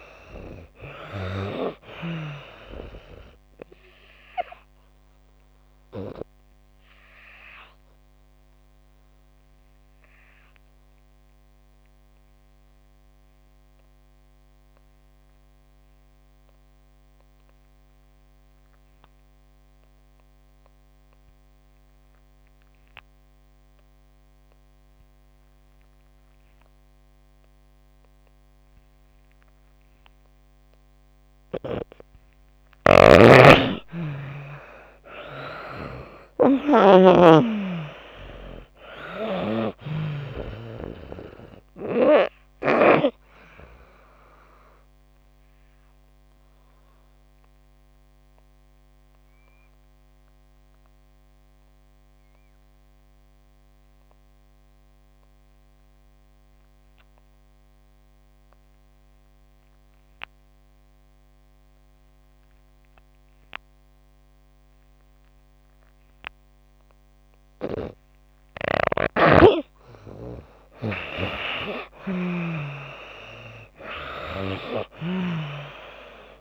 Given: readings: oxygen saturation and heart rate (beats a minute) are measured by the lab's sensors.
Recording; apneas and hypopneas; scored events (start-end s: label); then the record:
breathing in sleep by a microphone on the trachea; 2
0.00-1.50 s: arousal
5.00-31.50 s: obstructive apnea (oxygen 97% before, 85% lowest)
6.00-31.00 s: oxygen desaturation (device-marked, oxygen 97% before, 87% lowest)
32.00-37.00 s: snoring (device-marked)
33.50-37.00 s: arousal
38.00-65.00 s: oxygen desaturation (device-marked, oxygen 96% before, 85% lowest)
43.00-69.50 s: obstructive apnea (oxygen 96% before, 84% lowest)
68.50-75.00 s: snoring (device-marked)
70.50-74.00 s: arousal
From the record:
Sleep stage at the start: N2 (light sleep); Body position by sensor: on the back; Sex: female